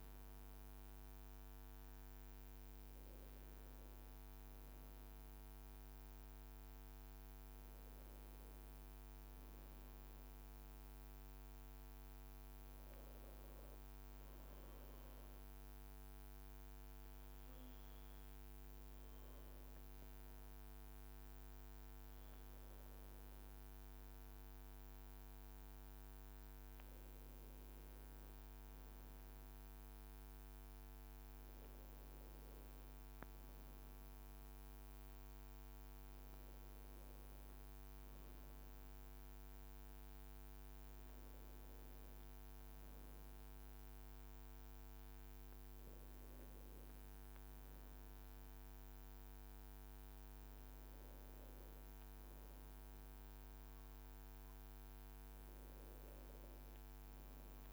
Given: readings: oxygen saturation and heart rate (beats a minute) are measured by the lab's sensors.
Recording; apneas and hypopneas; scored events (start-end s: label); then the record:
breathing in sleep, hard to hear, by a microphone on the trachea; none
0.00-5.50 s: leg movement (device-marked)
11.00-17.50 s: leg movement (device-marked)
23.00-32.00 s: leg movement (device-marked)
35.00-41.50 s: leg movement (device-marked)
From the record:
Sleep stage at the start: N2 (light sleep); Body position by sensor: on the back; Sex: male